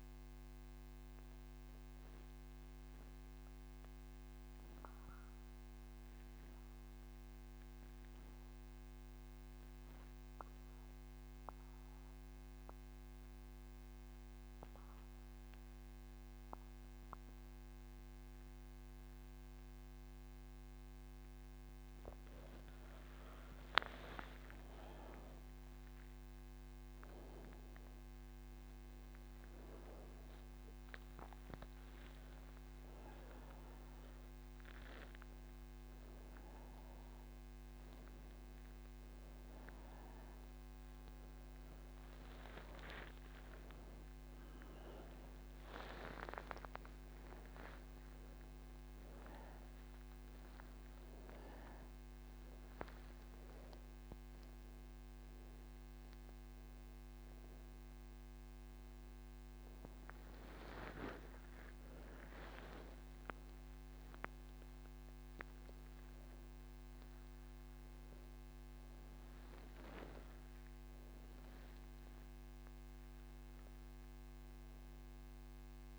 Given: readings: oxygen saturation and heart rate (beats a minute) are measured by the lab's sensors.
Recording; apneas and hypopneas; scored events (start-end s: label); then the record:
breathing in sleep by a microphone on the trachea; none
18.00-46.00 s: oxygen desaturation (device-marked, oxygen 99% before, 94% lowest)
59.00-75.98 s: oxygen desaturation (device-marked, oxygen 95% before, 91% lowest)
From the record:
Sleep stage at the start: N3 (deep sleep); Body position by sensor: on the back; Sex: female